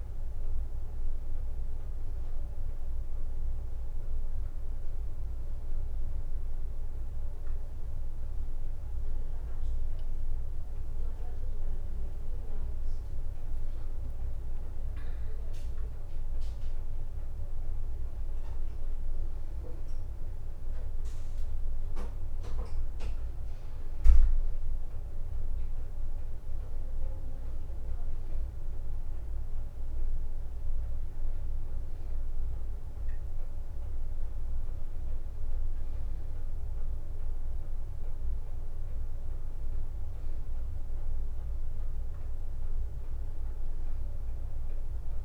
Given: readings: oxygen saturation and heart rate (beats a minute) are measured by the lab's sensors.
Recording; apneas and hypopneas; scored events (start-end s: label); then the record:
a person awake in a sleep study, hard to hear, by a room microphone; none
2.50-20.50 s: tachycardia (device-marked, heart rate 80 before, 210 extreme)
7.50-9.50 s: long interval between heartbeats (device-marked, heart rate 73 before, 148 extreme)
10.50-12.50 s: long interval between heartbeats (device-marked, heart rate 89 before, 185 extreme)
11.50-25.50 s: drop in pulse transit time (device-marked, heart rate 95 before, 85 extreme)
14.00-16.00 s: long interval between heartbeats (device-marked, heart rate 107 before, 199 extreme)
From the record:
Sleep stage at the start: awake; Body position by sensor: on the back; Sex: female